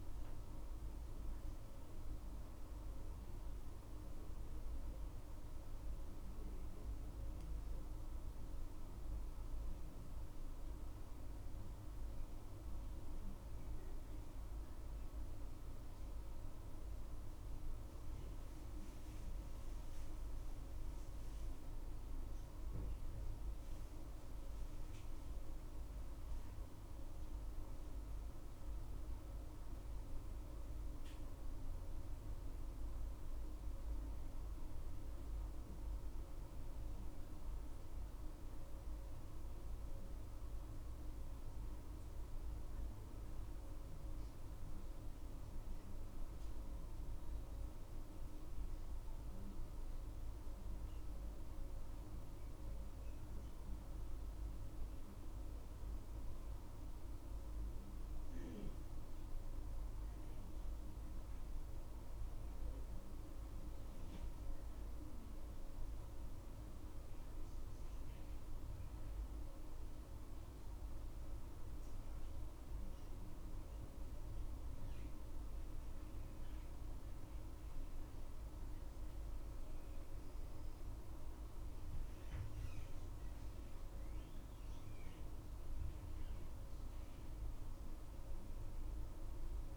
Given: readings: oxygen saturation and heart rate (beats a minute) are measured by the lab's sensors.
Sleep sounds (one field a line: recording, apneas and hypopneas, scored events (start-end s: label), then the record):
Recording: breathing in sleep, hard to hear, by a room microphone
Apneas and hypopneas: none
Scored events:
none scored
From the record:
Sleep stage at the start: N2 (light sleep)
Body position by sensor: on the back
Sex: female